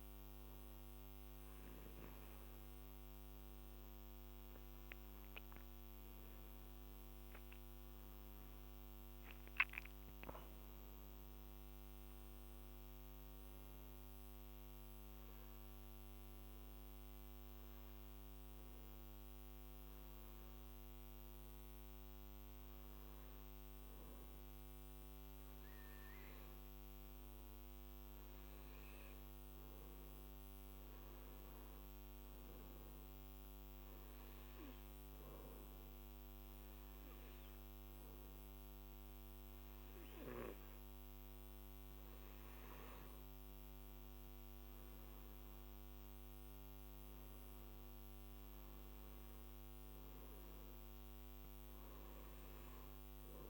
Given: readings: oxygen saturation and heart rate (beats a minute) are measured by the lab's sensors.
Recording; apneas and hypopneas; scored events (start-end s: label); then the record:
breathing in sleep, hard to hear, by a microphone on the trachea; 2
0.00-7.00 s: oxygen desaturation (device-marked, oxygen 93% lowest, heart rate 50 extreme)
6.00-10.00 s: arousal
14.50-24.50 s: hypopnea (oxygen 97% before, 92% lowest, heart rate 60 before, 53 extreme, up 9 after)
26.00-29.50 s: arousal
33.50-44.00 s: hypopnea (oxygen 97% before, 92% lowest, heart rate 57 before, 54 extreme, up 13 after)
45.50-49.00 s: arousal
52.00-53.50 s: oxygen desaturation (device-marked, oxygen 95% before, 92% lowest, heart rate 59 before, 55 extreme)
From the record:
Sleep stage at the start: N2 (light sleep); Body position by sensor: on the back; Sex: male